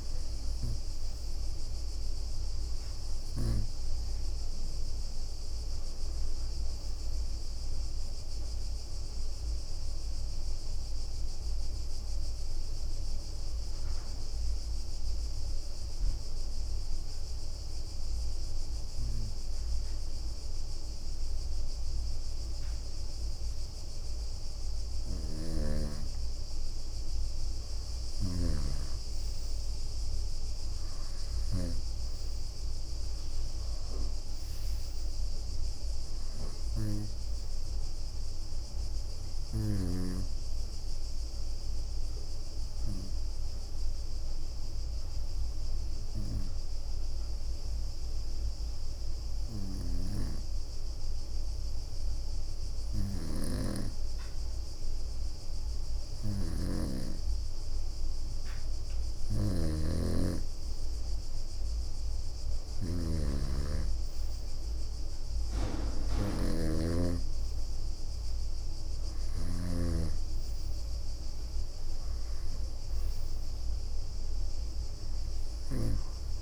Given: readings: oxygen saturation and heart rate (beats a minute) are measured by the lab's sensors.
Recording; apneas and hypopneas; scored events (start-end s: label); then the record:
breathing in sleep by a room microphone; 2
0.00-1.00 s: leg movement (device-marked)
0.00-1.50 s: arousal
14.50-25.50 s: obstructive apnea (oxygen 98% before, 93% lowest, heart rate 62 before, 60 extreme, up 8 after)
27.50-31.50 s: snoring (device-marked)
29.50-33.00 s: arousal
31.50-51.50 s: oxygen desaturation (device-marked, oxygen 98% before, 93% lowest, heart rate 62 before, 60 extreme)
36.50-38.50 s: long interval between heartbeats (device-marked, heart rate 65 before, 68 extreme)
42.50-57.00 s: obstructive apnea (oxygen 98% before, 93% lowest, heart rate 66 before, 62 extreme, up 7 after)
49.50-76.42 s: snoring (device-marked)
60.00-63.50 s: arousal
62.50-76.42 s: oxygen desaturation (device-marked, oxygen 98% before, 94% lowest, heart rate 65 before, 58 extreme)
66.00-67.00 s: leg movement (device-marked)
68.50-70.00 s: leg movement (device-marked)
71.50-72.50 s: leg movement (device-marked)
74.50-76.00 s: leg movement (device-marked)
From the record:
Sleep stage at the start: N2 (light sleep); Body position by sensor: on the right side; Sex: female